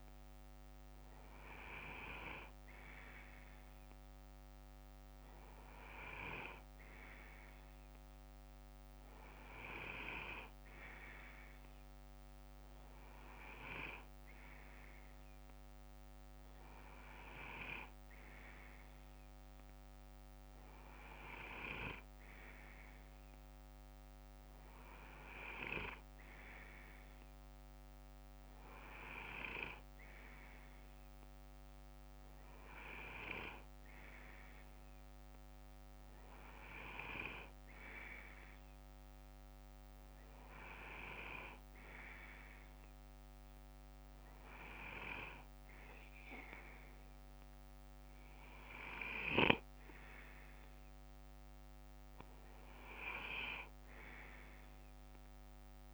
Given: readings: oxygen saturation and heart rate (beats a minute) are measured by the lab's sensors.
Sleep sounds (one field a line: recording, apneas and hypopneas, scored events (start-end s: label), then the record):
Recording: breathing in sleep by a microphone on the trachea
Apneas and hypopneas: none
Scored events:
25.50-31.50 s: bradycardia (device-marked, heart rate 61 before, 59 extreme)
From the record:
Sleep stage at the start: N2 (light sleep)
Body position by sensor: on the left side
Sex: male